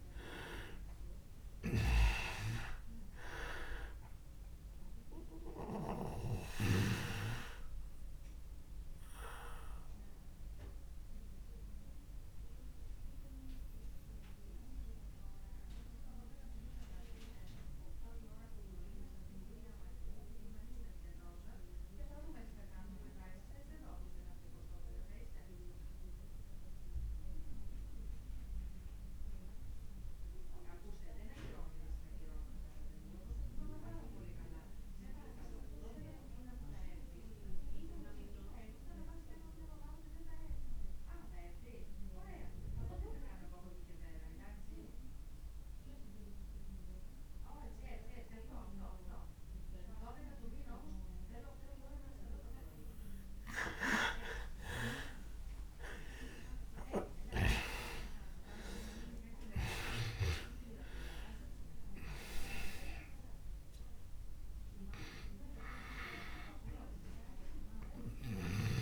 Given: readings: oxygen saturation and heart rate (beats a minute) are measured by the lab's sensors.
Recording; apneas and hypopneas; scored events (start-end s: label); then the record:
breathing in sleep by a room microphone; 1
0.00-28.00 s: oxygen desaturation (device-marked, oxygen 83% lowest)
5.00-51.50 s: obstructive apnea (oxygen 99% before, 83% lowest)
50.00-68.82 s: oxygen desaturation (device-marked, oxygen 98% before, 85% lowest)
55.50-60.50 s: arousal
From the record:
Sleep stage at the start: N2 (light sleep); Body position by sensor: on the back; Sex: male